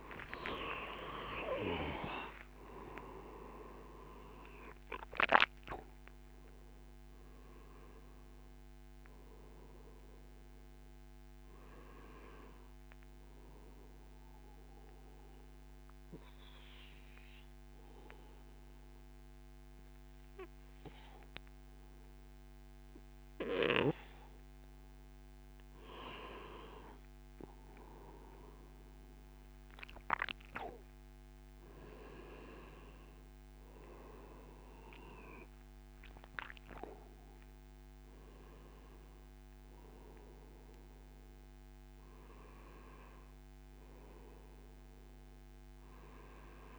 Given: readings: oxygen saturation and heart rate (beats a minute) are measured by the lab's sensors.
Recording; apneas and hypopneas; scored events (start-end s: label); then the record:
breathing in sleep by a microphone on the trachea; 1
0.00-6.00 s: tachycardia (device-marked, heart rate 139 extreme)
4.00-11.00 s: oxygen desaturation (device-marked, oxygen 95% before, 92% lowest)
13.00-25.00 s: obstructive apnea (oxygen 97% before, 95% lowest, heart rate 99 before, 61 extreme, up 22 after)
29.00-35.00 s: arousal
From the record:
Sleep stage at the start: N2 (light sleep); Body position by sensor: on the right side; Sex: male